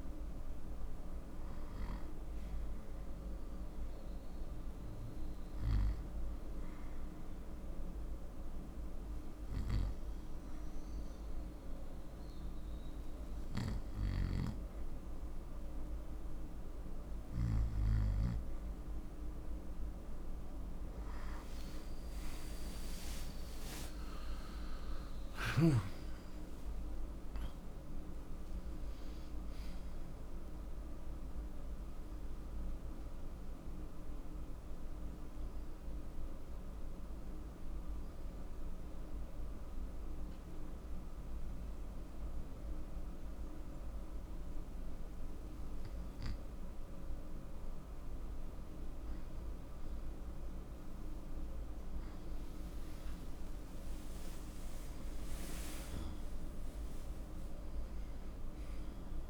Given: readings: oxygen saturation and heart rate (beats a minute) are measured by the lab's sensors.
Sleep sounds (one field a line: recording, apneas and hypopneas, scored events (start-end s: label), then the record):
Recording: breathing in sleep, hard to hear, by a room microphone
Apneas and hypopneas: 2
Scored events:
3.50-18.50 s: obstructive apnea (oxygen 95% before, 92% lowest, heart rate 62 before, 62 extreme, up 0 after)
20.50-25.50 s: arousal
33.00-50.00 s: obstructive apnea (oxygen 94% before, 91% lowest, heart rate 64 before, 62 extreme, up 0 after)
52.00-57.00 s: arousal
From the record:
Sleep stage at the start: N2 (light sleep)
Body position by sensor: on the right side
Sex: male